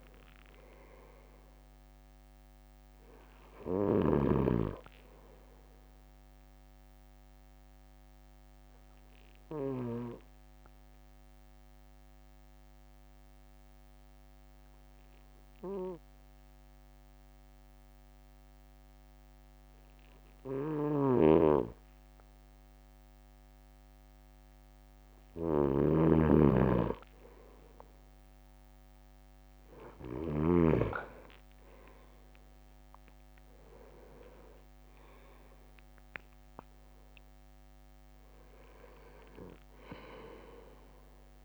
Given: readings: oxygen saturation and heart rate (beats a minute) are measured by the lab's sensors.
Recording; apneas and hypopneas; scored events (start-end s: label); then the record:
breathing in sleep by a microphone on the trachea; 1
6.50-25.00 s: obstructive apnea (oxygen 98% before, 97% lowest)
20.50-30.50 s: snoring (device-marked)
27.50-30.50 s: arousal
32.50-36.00 s: leg movement (device-marked)
34.00-37.50 s: arousal
From the record:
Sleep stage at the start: N2 (light sleep); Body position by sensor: on the right side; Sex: male